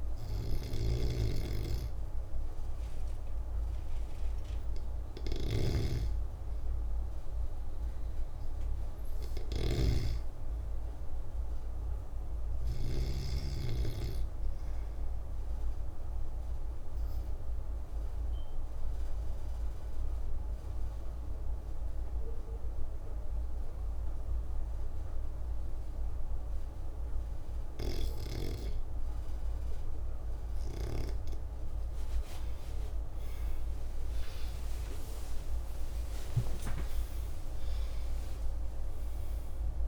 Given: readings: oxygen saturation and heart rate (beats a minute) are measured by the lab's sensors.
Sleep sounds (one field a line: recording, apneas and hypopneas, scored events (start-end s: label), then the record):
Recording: breathing in sleep by a room microphone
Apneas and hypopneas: 1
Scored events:
0.00-1.00 s: arousal
0.00-12.50 s: snoring (device-marked)
16.00-31.00 s: obstructive apnea (oxygen 96% before, 93% lowest, heart rate 113 before, 70 extreme, up 1 after)
32.50-38.00 s: arousal
From the record:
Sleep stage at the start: N2 (light sleep)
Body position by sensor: on the back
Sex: male